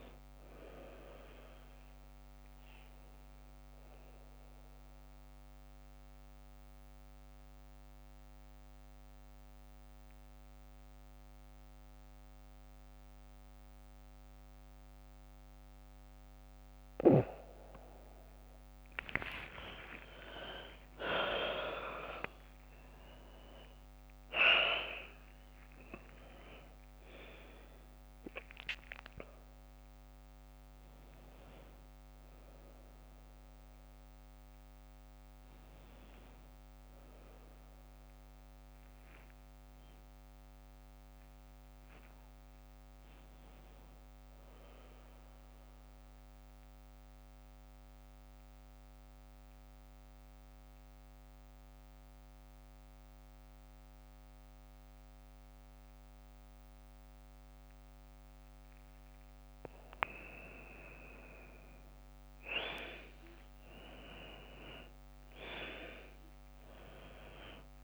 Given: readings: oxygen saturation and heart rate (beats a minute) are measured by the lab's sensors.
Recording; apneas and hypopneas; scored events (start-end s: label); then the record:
breathing in sleep by a microphone on the trachea; 2
0.00-15.50 s: oxygen desaturation (device-marked, oxygen 92% lowest, heart rate 53 extreme)
4.50-17.00 s: obstructive apnea (oxygen 97% before, 90% lowest, heart rate 63 before, 53 extreme, up 11 after)
18.50-22.00 s: arousal
23.50-47.50 s: oxygen desaturation (device-marked, oxygen 97% before, 90% lowest, heart rate 58 before, 54 extreme)
40.50-43.50 s: arousal
46.00-59.50 s: central apnea (oxygen 97% before, 91% lowest, heart rate 62 before, 56 extreme, up 6 after)
63.50-67.84 s: arousal
66.50-67.84 s: oxygen desaturation (device-marked, oxygen 99% before, 91% lowest, heart rate 59 before, 56 extreme)
From the record:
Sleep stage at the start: N2 (light sleep); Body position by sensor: on the back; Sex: female